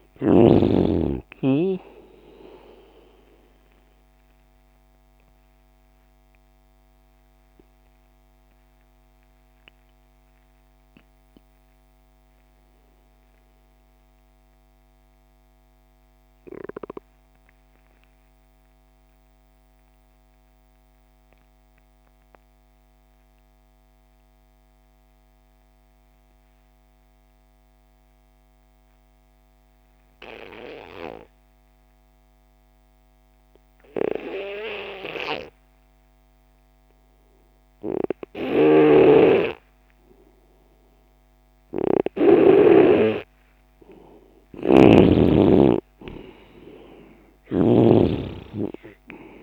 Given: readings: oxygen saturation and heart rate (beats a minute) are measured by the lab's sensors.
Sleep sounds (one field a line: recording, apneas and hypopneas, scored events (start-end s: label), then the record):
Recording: breathing in sleep by a microphone on the trachea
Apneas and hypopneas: 1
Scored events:
0.00-16.00 s: oxygen desaturation (device-marked, oxygen 88% lowest)
3.50-42.00 s: obstructive apnea (oxygen 98% before, 87% lowest)
34.00-49.43 s: oxygen desaturation (device-marked, oxygen 98% before, 87% lowest)
38.00-42.50 s: snoring (device-marked)
45.00-49.43 s: arousal
47.00-49.43 s: snoring (device-marked)
From the record:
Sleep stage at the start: N2 (light sleep)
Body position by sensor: on the left side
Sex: male